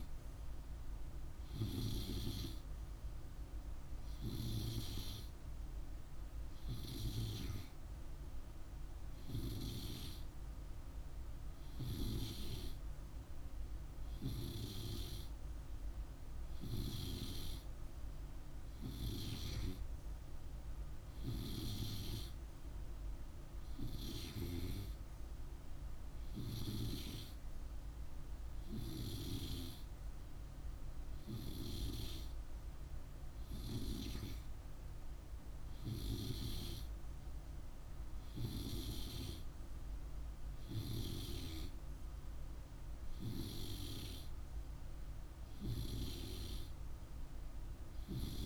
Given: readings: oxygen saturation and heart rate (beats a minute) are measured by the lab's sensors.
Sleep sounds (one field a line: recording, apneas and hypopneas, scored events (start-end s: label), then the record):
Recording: breathing in sleep by a room microphone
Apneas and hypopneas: none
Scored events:
none scored
From the record:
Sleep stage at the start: N2 (light sleep)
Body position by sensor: on the right side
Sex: male